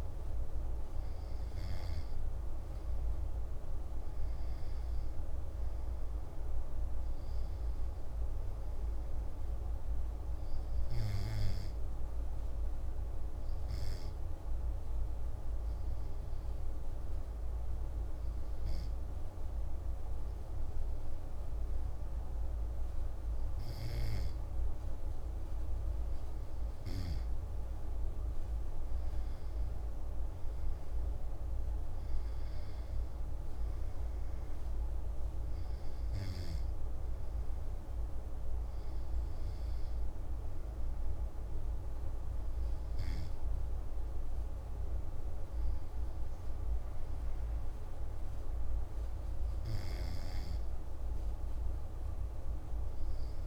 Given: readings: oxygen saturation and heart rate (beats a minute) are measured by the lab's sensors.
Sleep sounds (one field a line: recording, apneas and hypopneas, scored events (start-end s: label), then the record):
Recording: breathing in sleep, hard to hear, by a room microphone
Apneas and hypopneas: 1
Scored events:
0.00-1.50 s: arousal
9.50-26.00 s: hypopnea (oxygen 97% before, 94% lowest)
28.00-33.00 s: arousal
From the record:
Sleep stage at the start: N2 (light sleep)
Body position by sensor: on the back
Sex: male